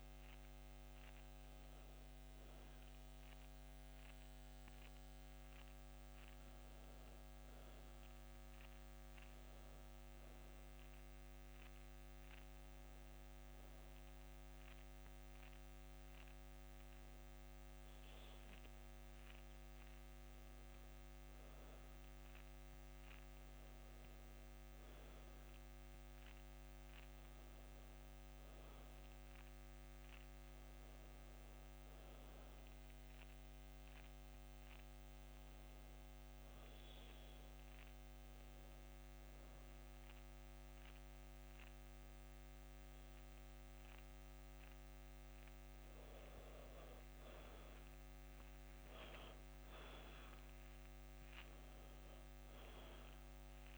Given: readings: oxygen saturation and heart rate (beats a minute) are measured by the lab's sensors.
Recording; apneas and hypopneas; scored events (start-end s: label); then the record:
breathing in sleep, hard to hear, by a microphone on the trachea; 2
10.00-21.00 s: hypopnea (oxygen 98% before, 90% lowest, heart rate 79 before, 77 extreme, up 0 after)
17.50-39.50 s: oxygen desaturation (device-marked, oxygen 96% before, 92% lowest, heart rate 79 before, 77 extreme)
22.50-25.50 s: arousal
36.50-46.50 s: hypopnea (oxygen 97% before, 90% lowest, heart rate 78 before, 78 extreme, up 4 after)
48.50-52.50 s: arousal
From the record:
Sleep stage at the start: N2 (light sleep); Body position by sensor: on the back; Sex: female